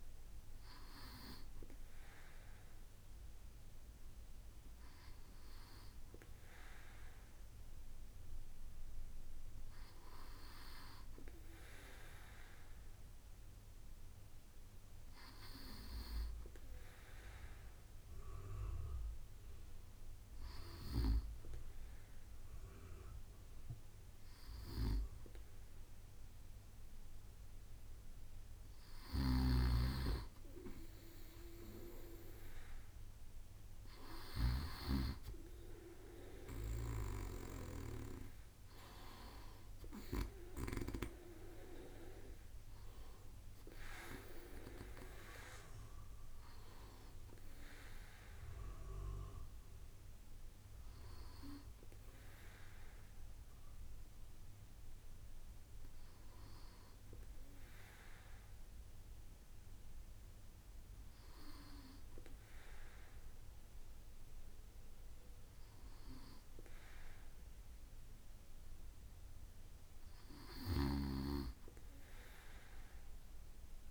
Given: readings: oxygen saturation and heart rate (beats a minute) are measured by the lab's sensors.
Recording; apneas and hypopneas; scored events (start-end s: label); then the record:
breathing in sleep by a room microphone; 1
17.00-29.50 s: hypopnea (oxygen 97% before, 95% lowest, heart rate 68 before, 67 extreme, up 4 after)
32.00-35.50 s: arousal
70.50-73.91 s: bradycardia (device-marked, heart rate 69 before, 56 extreme)
From the record:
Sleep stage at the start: N2 (light sleep); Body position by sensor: on the right side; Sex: male